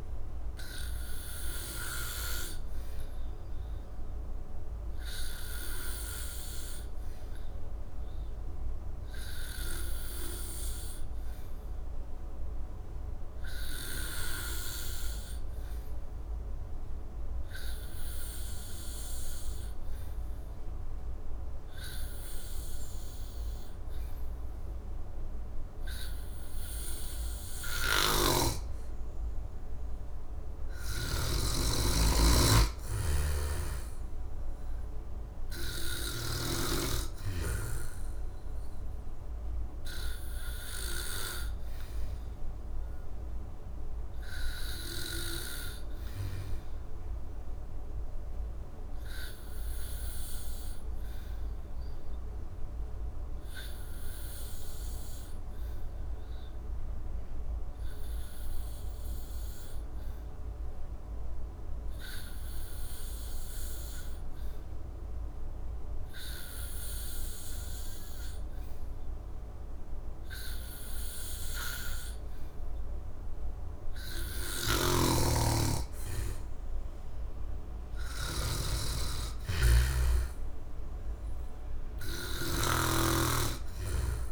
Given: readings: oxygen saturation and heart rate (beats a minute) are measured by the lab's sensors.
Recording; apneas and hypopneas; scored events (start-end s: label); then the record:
breathing in sleep by a room microphone; 2
0.00-11.50 s: oxygen desaturation (device-marked, oxygen 89% lowest, heart rate 66 extreme)
6.50-29.00 s: hypopnea (oxygen 94% before, 88% lowest, heart rate 70 before, 66 extreme, up 7 after)
27.50-31.00 s: snoring (device-marked)
27.50-57.50 s: oxygen desaturation (device-marked, oxygen 96% before, 88% lowest, heart rate 69 before, 66 extreme)
33.00-36.50 s: snoring (device-marked)
33.00-37.00 s: arousal
51.50-72.50 s: obstructive apnea (oxygen 94% before, 87% lowest, heart rate 71 before, 68 extreme, up 5 after)
68.50-84.32 s: oxygen desaturation (device-marked, oxygen 98% before, 87% lowest, heart rate 68 before, 67 extreme)
74.50-84.32 s: snoring (device-marked)
76.50-80.00 s: arousal
From the record:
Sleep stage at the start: N2 (light sleep); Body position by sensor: on the back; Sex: male